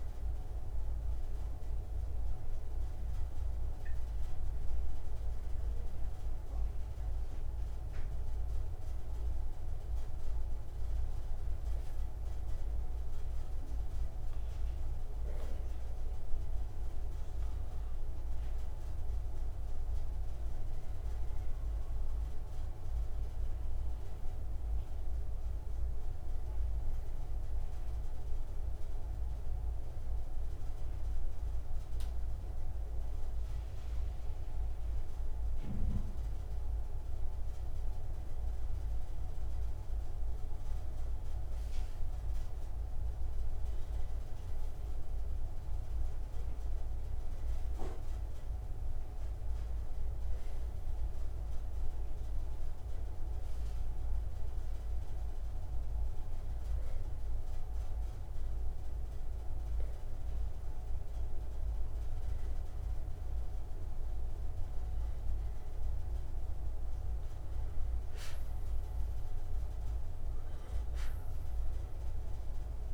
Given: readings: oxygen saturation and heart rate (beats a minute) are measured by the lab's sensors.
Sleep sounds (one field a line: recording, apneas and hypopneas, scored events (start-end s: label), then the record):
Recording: breathing in sleep, hard to hear, by a room microphone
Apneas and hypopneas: 1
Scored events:
41.50-46.50 s: arousal
52.50-62.50 s: obstructive apnea (oxygen 96% before, 94% lowest)
68.00-72.50 s: arousal
From the record:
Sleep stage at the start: N2 (light sleep)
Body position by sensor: on the right side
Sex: male